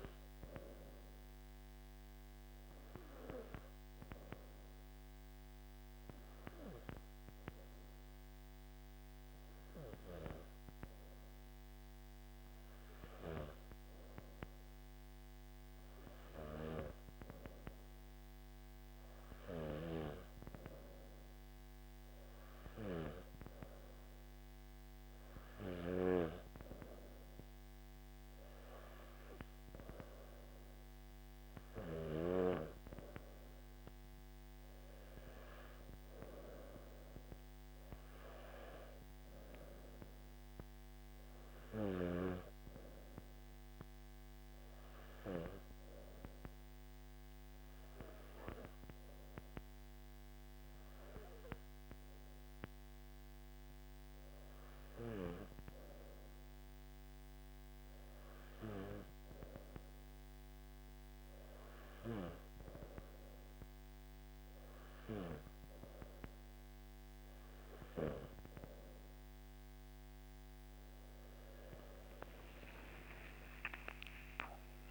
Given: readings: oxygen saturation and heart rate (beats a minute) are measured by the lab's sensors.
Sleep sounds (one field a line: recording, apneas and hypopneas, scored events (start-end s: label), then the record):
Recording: breathing in sleep by a microphone on the trachea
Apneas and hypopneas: 2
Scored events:
2.50-17.00 s: hypopnea (oxygen 97% before, 95% lowest, heart rate 63 before, 56 extreme, up 2 after)
45.50-56.50 s: hypopnea (oxygen 96% before, 94% lowest, heart rate 59 before, 56 extreme, up 3 after)
From the record:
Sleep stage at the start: N3 (deep sleep)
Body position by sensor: on the back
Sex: male